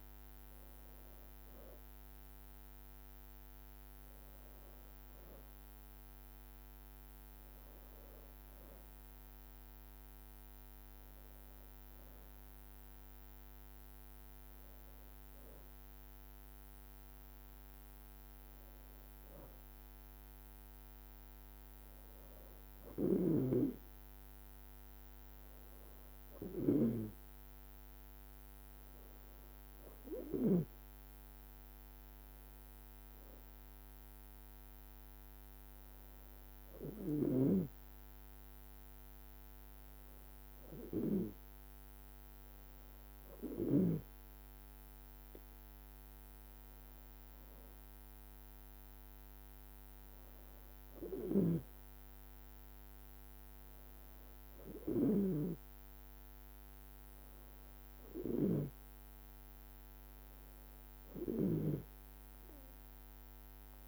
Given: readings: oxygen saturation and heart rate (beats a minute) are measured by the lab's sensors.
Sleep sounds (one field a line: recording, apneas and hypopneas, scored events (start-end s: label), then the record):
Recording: breathing in sleep by a microphone on the trachea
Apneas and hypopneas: none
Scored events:
51.50-62.00 s: snoring (device-marked)
From the record:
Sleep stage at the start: N2 (light sleep)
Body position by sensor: on the back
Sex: female